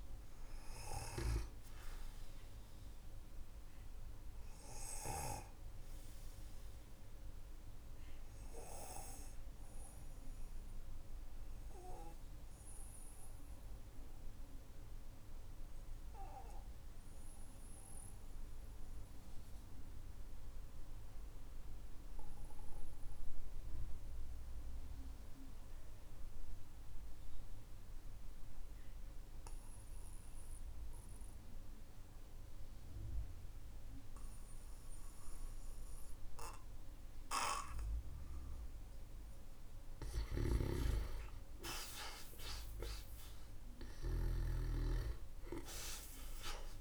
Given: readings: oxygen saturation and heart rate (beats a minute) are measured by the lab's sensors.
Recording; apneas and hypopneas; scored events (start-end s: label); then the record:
breathing in sleep by a room microphone; 1
0.00-21.00 s: oxygen desaturation (device-marked, oxygen 94% lowest, heart rate 43 extreme)
0.50-37.00 s: obstructive apnea (oxygen 100% before, 92% lowest, heart rate 55 before, 48 extreme, up 8 after)
39.50-46.81 s: snoring (device-marked)
40.00-44.50 s: arousal
43.00-46.81 s: oxygen desaturation (device-marked, oxygen 98% before, 92% lowest, heart rate 57 before, 44 extreme)
From the record:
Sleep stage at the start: N2 (light sleep); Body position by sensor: on the back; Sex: male